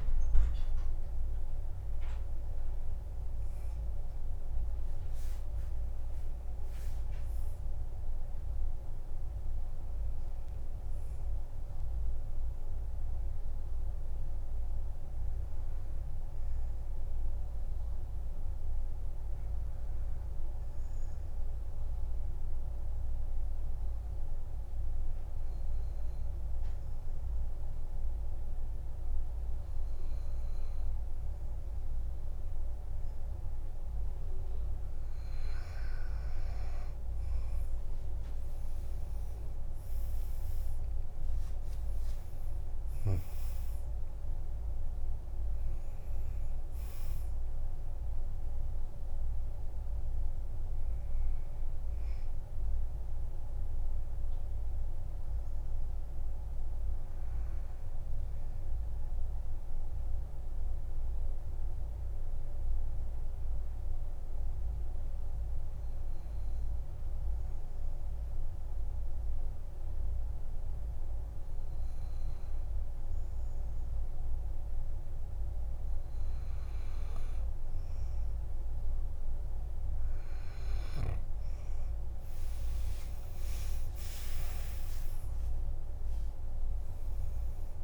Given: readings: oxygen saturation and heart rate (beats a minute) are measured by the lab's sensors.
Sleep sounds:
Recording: breathing in sleep, hard to hear, by a room microphone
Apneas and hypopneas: 2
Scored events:
3.00-8.00 s: arousal
14.00-35.00 s: obstructive apnea (oxygen 98% before, 90% lowest, heart rate 54 before, 47 extreme, up 13 after)
33.50-64.50 s: oxygen desaturation (device-marked, oxygen 97% before, 91% lowest, heart rate 51 before, 47 extreme)
38.50-43.00 s: arousal
60.00-78.00 s: obstructive apnea (oxygen 97% before, 89% lowest, heart rate 55 before, 45 extreme, up 10 after)
80.50-87.84 s: oxygen desaturation (device-marked, oxygen 98% before, 89% lowest, heart rate 51 before, 45 extreme)
84.50-87.84 s: arousal
From the record:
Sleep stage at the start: N2 (light sleep)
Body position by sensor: on the back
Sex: male

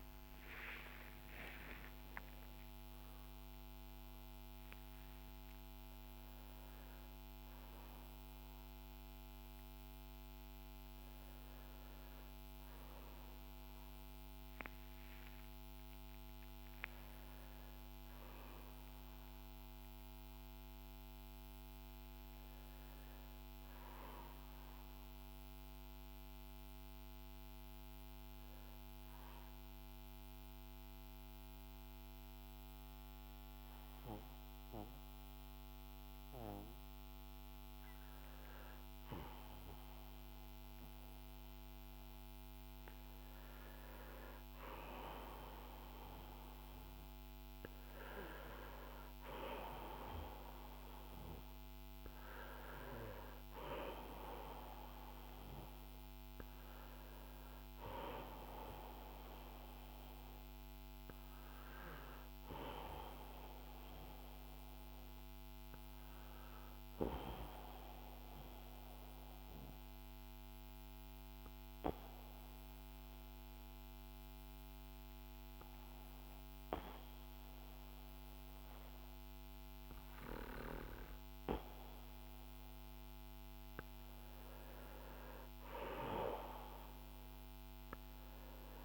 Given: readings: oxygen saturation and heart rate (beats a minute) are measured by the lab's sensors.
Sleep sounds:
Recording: breathing in sleep by a microphone on the trachea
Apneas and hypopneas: 2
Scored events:
0.50-19.50 s: oxygen desaturation (device-marked, oxygen 91% before, 86% lowest, heart rate 62 before, 49 extreme)
24.50-43.00 s: obstructive apnea (oxygen 96% before, 92% lowest, heart rate 55 before, 49 extreme, up 10 after)
45.00-49.50 s: arousal
46.50-72.50 s: oxygen desaturation (device-marked, oxygen 96% before, 92% lowest, heart rate 53 before, 50 extreme)
58.50-88.85 s: new sleep stage, N2 (light sleep)
66.00-84.00 s: obstructive apnea (oxygen 96% before, 91% lowest, heart rate 57 before, 50 extreme, up 10 after)
85.50-88.85 s: arousal
From the record:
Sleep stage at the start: N1 (lightest sleep)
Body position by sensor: on the back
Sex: male

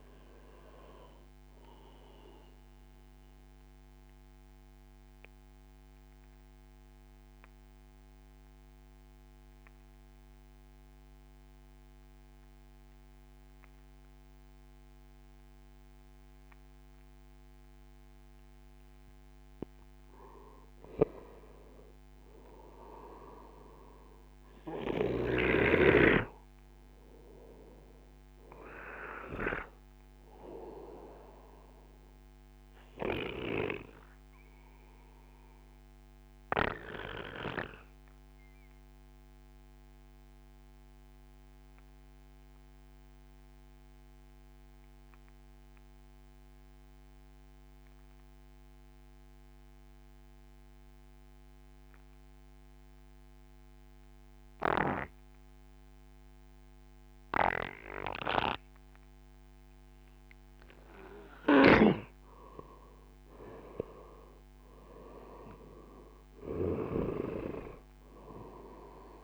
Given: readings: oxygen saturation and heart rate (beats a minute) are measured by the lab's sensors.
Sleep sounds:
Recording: breathing in sleep by a microphone on the trachea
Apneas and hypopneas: 2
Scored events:
3.00-19.50 s: obstructive apnea (oxygen 98% before, 94% lowest, heart rate 78 before, 37 extreme, up 5 after)
22.00-25.50 s: arousal
32.50-61.50 s: obstructive apnea (oxygen 97% before, 94% lowest, heart rate 58 before, 37 extreme, up 0 after)
63.50-67.00 s: arousal
From the record:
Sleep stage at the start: N2 (light sleep)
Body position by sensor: on the right side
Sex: male

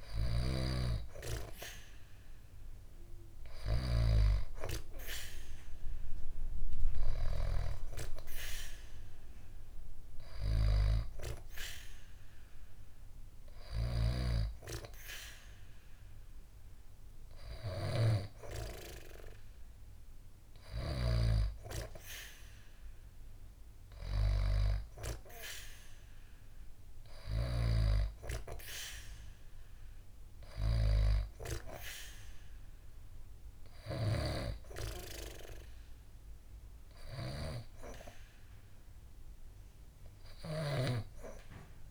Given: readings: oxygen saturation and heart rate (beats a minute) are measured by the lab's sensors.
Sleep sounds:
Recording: breathing in sleep by a room microphone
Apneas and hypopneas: none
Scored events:
none scored
From the record:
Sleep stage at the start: N2 (light sleep)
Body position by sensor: on the back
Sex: female

